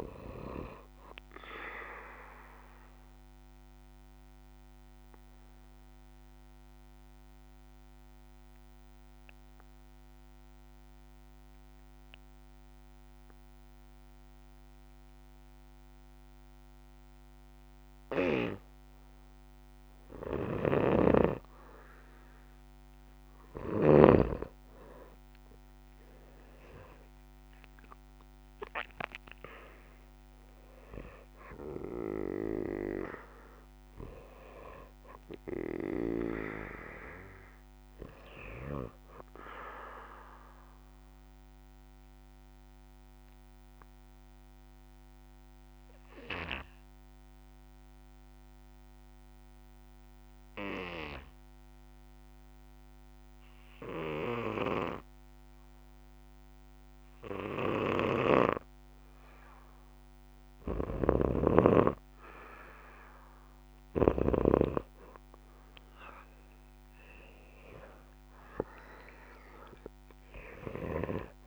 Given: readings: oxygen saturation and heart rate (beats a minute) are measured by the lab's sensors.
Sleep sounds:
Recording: breathing in sleep by a microphone on the trachea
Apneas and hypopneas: 2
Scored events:
0.00-3.50 s: oxygen desaturation (device-marked, oxygen 93% lowest, heart rate 58 extreme)
3.00-21.00 s: mixed apnea (oxygen 96% before, 90% lowest, heart rate 67 before, 59 extreme, up 7 after)
20.50-24.00 s: snoring (device-marked)
24.50-50.50 s: oxygen desaturation (device-marked, oxygen 97% before, 92% lowest, heart rate 64 before, 59 extreme)
26.50-30.00 s: arousal
41.50-61.00 s: obstructive apnea (oxygen 97% before, 90% lowest, heart rate 67 before, 60 extreme, up 9 after)
61.00-64.50 s: snoring (device-marked)
63.50-66.50 s: arousal
63.50-71.47 s: oxygen desaturation (device-marked, oxygen 97% before, 90% lowest, heart rate 61 before, 61 extreme)
From the record:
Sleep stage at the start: N2 (light sleep)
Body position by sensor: on the back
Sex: male

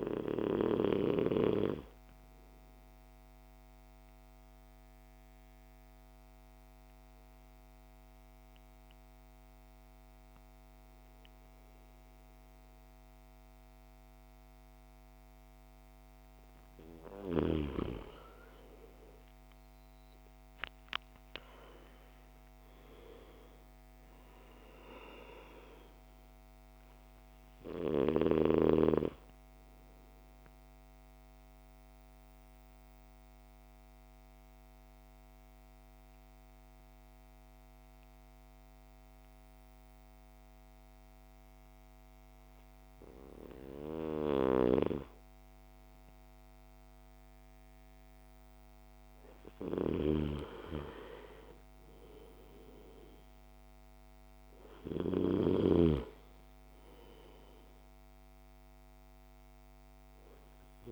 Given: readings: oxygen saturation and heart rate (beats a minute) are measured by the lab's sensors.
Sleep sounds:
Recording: breathing in sleep by a microphone on the trachea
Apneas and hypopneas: 2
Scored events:
4.00-18.00 s: obstructive apnea (oxygen 99% before, 88% lowest, heart rate 55 before, 52 extreme, up 18 after)
8.50-15.50 s: oxygen desaturation (device-marked, oxygen 98% before, 93% lowest, heart rate 55 before, 53 extreme)
17.50-45.50 s: oxygen desaturation (device-marked, oxygen 96% before, 88% lowest, heart rate 53 before, 52 extreme)
19.50-23.00 s: arousal
31.00-45.50 s: mixed apnea (oxygen 98% before, 86% lowest, heart rate 59 before, 52 extreme, up 5 after)
47.00-50.50 s: arousal
50.50-60.92 s: oxygen desaturation (device-marked, oxygen 98% before, 90% lowest, heart rate 54 before, 52 extreme)
From the record:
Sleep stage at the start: N2 (light sleep)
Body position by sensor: on the back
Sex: male

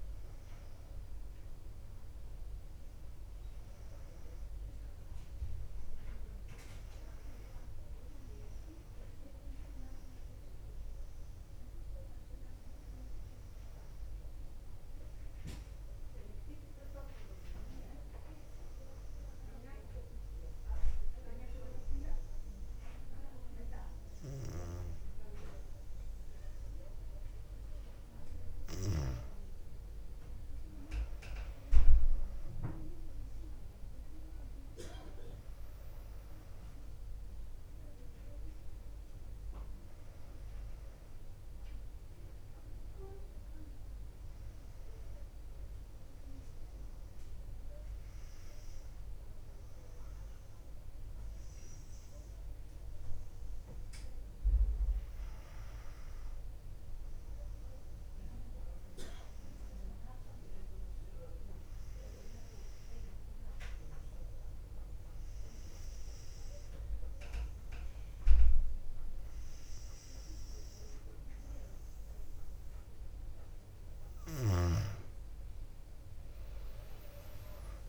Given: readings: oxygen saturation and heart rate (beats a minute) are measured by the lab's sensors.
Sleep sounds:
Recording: breathing in sleep by a room microphone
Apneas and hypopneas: 2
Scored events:
19.50-29.50 s: obstructive apnea (oxygen 100% before, 95% lowest, heart rate 62 before, 56 extreme, up 2 after)
31.50-36.50 s: arousal
37.50-53.50 s: oxygen desaturation (device-marked, oxygen 98% before, 95% lowest, heart rate 60 before, 56 extreme)
58.00-73.00 s: obstructive apnea (oxygen 99% before, 95% lowest, heart rate 58 before, 58 extreme, up 5 after)
76.50-77.89 s: arousal
From the record:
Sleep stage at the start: N1 (lightest sleep)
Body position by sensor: on the back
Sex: female

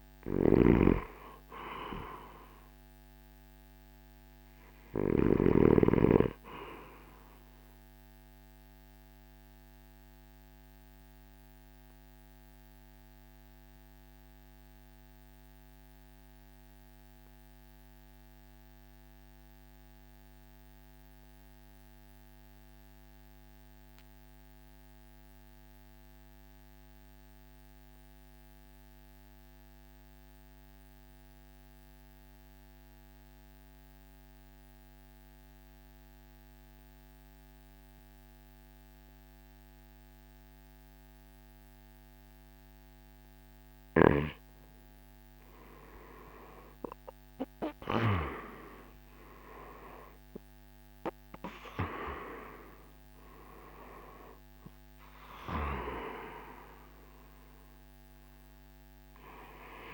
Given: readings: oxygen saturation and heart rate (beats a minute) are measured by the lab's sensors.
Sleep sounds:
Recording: breathing in sleep by a microphone on the trachea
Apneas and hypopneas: 1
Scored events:
0.00-5.50 s: snoring (device-marked)
7.00-13.00 s: oxygen desaturation (device-marked, oxygen 96% before, 92% lowest, heart rate 58 before, 51 extreme)
8.50-43.50 s: obstructive apnea (oxygen 98% before, 82% lowest, heart rate 58 before, 51 extreme, up 20 after)
47.00-52.00 s: arousal
49.00-59.94 s: drop in pulse transit time (device-marked, heart rate 54 before, 63 extreme)
50.00-59.94 s: oxygen desaturation (device-marked, oxygen 94% before, 82% lowest, heart rate 55 before, 51 extreme)
From the record:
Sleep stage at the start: REM sleep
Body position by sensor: on the right side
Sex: male

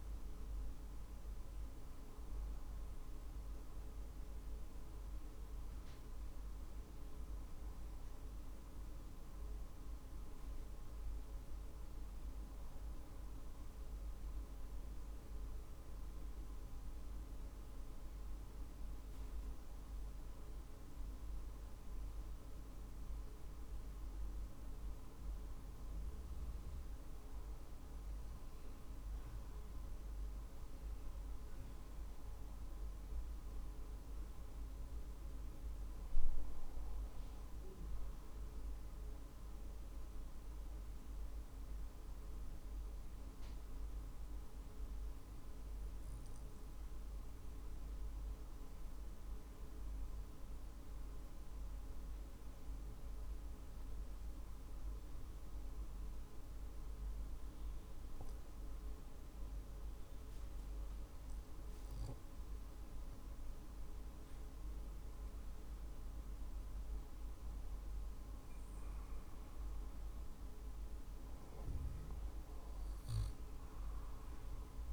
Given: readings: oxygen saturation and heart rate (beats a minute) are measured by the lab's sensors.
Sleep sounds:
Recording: breathing in sleep, hard to hear, by a room microphone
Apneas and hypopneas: 2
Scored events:
0.00-3.00 s: drop in pulse transit time (device-marked, heart rate 47 extreme)
4.00-18.00 s: hypopnea (oxygen 94% before, 94% lowest, heart rate 50 before, 47 extreme, up 3 after)
22.00-27.00 s: arousal
26.00-41.00 s: drop in pulse transit time (device-marked, heart rate 48 before, 47 extreme)
41.50-61.50 s: obstructive apnea (oxygen 97% before, 92% lowest, heart rate 49 before, 47 extreme, up 13 after)
61.00-63.00 s: long interval between heartbeats (device-marked, heart rate 48 before, 59 extreme)
63.50-67.00 s: arousal
65.00-74.93 s: drop in pulse transit time (device-marked, heart rate 50 before, 48 extreme)
From the record:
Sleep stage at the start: N2 (light sleep)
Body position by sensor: on the back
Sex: male

